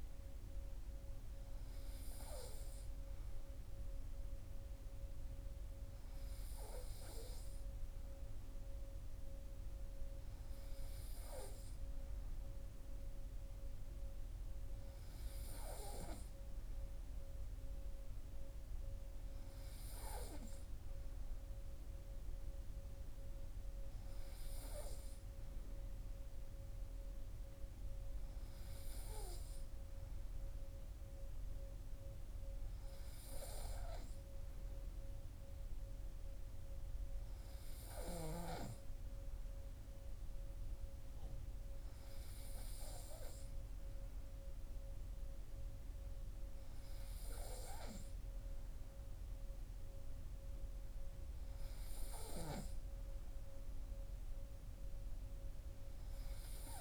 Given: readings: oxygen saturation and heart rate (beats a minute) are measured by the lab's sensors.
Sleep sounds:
breathing in sleep by a room microphone; none
none scored
From the record:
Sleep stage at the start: N2 (light sleep); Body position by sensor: on the right side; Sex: male

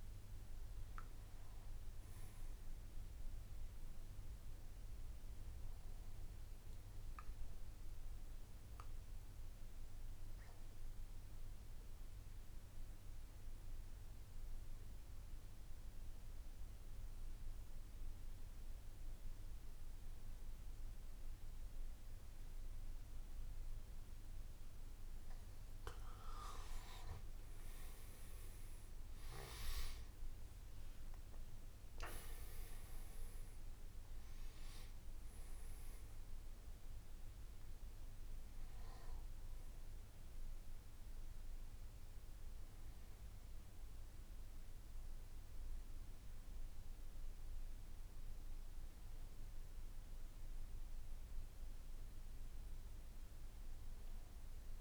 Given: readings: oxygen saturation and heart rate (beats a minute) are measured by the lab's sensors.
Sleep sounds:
breathing in sleep, hard to hear, by a room microphone; 1
8.00-24.50 s: obstructive apnea (oxygen 96% before, 88% lowest, heart rate 58 before, 54 extreme, up 12 after)
27.50-41.50 s: oxygen desaturation (device-marked, oxygen 97% before, 91% lowest, heart rate 57 before, 54 extreme)
46.50-54.81 s: oxygen desaturation (device-marked, oxygen 93% before, 88% lowest, heart rate 63 before, 54 extreme)
From the record:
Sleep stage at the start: N1 (lightest sleep); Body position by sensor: on the back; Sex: male

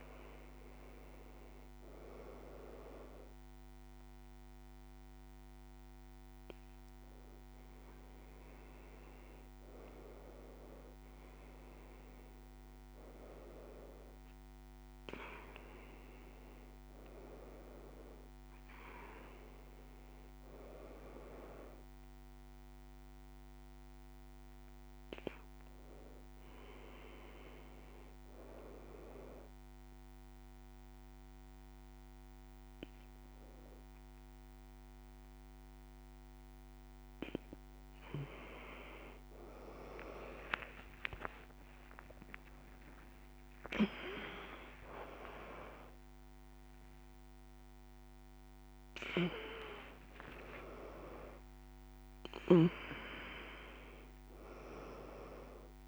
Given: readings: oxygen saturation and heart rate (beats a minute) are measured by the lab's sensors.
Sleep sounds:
a person awake in a sleep study, by a microphone on the trachea; none
none scored
From the record:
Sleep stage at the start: awake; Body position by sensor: on the right side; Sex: female

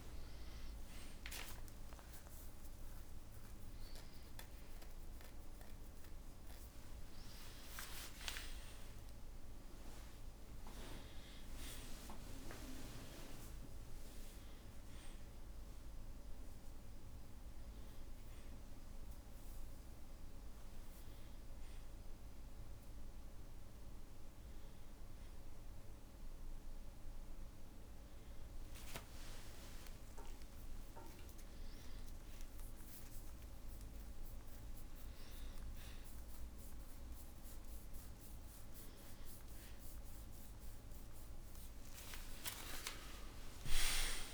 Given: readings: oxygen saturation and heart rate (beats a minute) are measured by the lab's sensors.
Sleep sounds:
a person awake in a sleep study, by a room microphone; none
0.00-8.00 s: tachycardia (device-marked, heart rate 147 extreme)
3.00-5.00 s: long interval between heartbeats (device-marked, heart rate 86 before, 126 extreme)
8.00-10.00 s: long interval between heartbeats (device-marked, heart rate 102 before, 130 extreme)
28.00-43.00 s: tachycardia (device-marked, heart rate 78 before, 209 extreme)
32.50-34.50 s: long interval between heartbeats (device-marked, heart rate 70 before, 127 extreme)
34.50-36.50 s: long interval between heartbeats (device-marked, heart rate 75 before, 171 extreme)
37.00-39.00 s: long interval between heartbeats (device-marked, heart rate 94 before, 209 extreme)
40.00-42.00 s: long interval between heartbeats (device-marked, heart rate 115 before, 189 extreme)
43.00-44.34 s: new sleep stage, N1 (lightest sleep)
From the record:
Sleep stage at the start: awake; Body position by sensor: on the back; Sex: male

